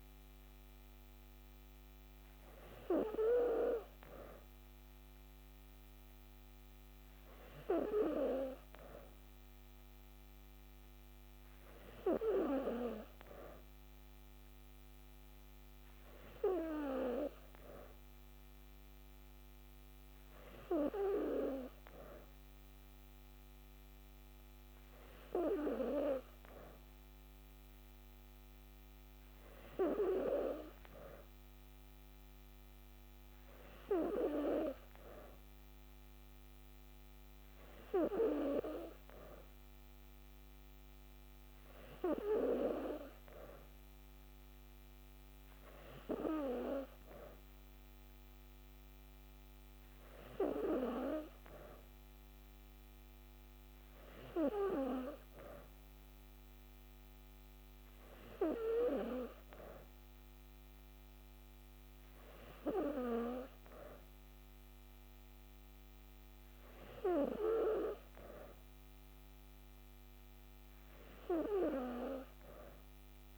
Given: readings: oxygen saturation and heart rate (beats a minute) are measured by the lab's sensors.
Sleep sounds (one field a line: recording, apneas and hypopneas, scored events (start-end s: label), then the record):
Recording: breathing in sleep by a microphone on the trachea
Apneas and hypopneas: none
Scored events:
none scored
From the record:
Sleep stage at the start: N2 (light sleep)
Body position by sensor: on the back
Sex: female